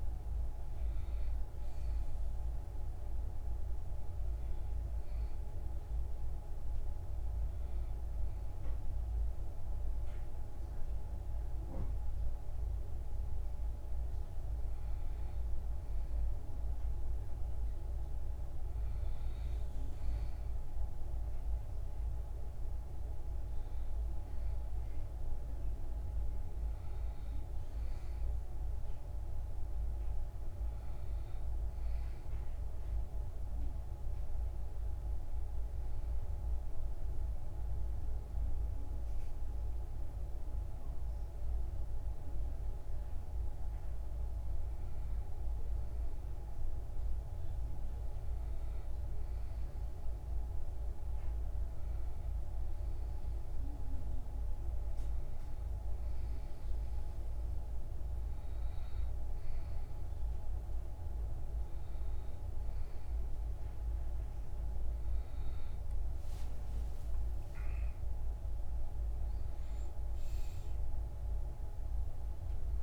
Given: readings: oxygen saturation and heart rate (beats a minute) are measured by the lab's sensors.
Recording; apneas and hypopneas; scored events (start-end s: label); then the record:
breathing in sleep, hard to hear, by a room microphone; 1
32.50-45.50 s: hypopnea (oxygen 96% before, 94% lowest, heart rate 60 before, 58 extreme, up 0 after)
49.50-53.00 s: arousal
From the record:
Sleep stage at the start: N1 (lightest sleep); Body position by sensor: on the back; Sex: male